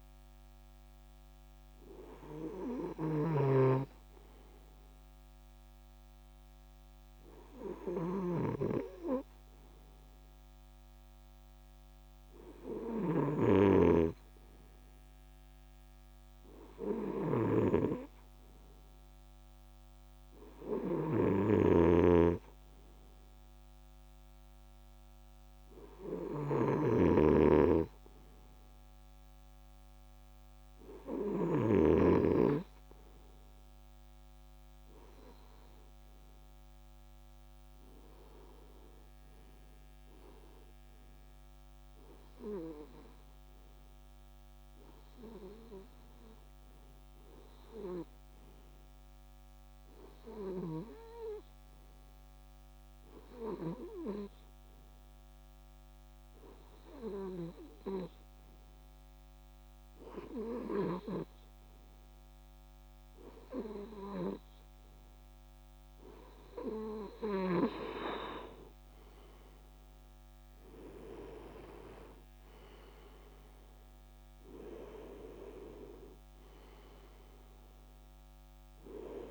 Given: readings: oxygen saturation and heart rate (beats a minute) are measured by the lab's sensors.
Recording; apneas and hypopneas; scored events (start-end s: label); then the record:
breathing in sleep by a microphone on the trachea; 1
28.50-65.50 s: hypopnea (oxygen 98% before, 95% lowest)
30.00-79.31 s: new sleep stage, REM sleep
67.00-72.50 s: arousal
From the record:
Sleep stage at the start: N2 (light sleep); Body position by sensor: on the right side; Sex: male